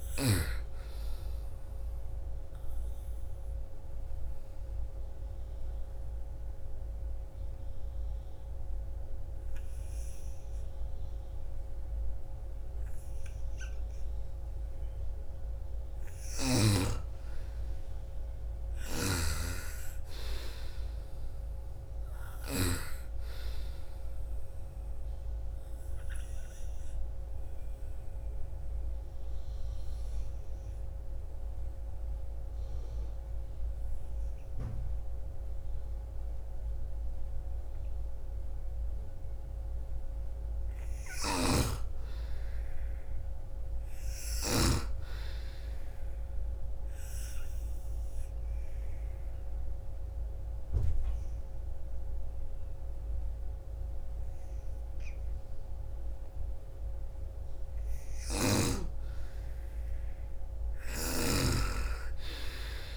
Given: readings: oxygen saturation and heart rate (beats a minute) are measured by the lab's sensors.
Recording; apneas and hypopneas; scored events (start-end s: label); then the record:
breathing in sleep by a room microphone; 3
0.50-15.50 s: oxygen desaturation (device-marked, oxygen 98% before, 90% lowest, heart rate 57 before, 47 extreme)
2.00-15.00 s: obstructive apnea (oxygen 98% before, 90% lowest, heart rate 58 before, 47 extreme, up 11 after)
17.00-21.00 s: arousal
18.00-22.00 s: snoring (device-marked)
23.50-35.50 s: oxygen desaturation (device-marked, oxygen 98% before, 91% lowest, heart rate 64 before, 46 extreme)
24.50-38.50 s: obstructive apnea (oxygen 98% before, 90% lowest, heart rate 63 before, 46 extreme, up 13 after)
40.50-43.00 s: arousal
40.50-44.00 s: snoring (device-marked)
46.00-56.00 s: obstructive apnea (oxygen 98% before, 90% lowest, heart rate 53 before, 49 extreme)
47.50-59.50 s: oxygen desaturation (device-marked, oxygen 98% before, 91% lowest, heart rate 54 before, 49 extreme)
59.50-62.97 s: arousal
60.00-62.97 s: snoring (device-marked)
From the record:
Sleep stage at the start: N2 (light sleep); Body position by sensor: on the right side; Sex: female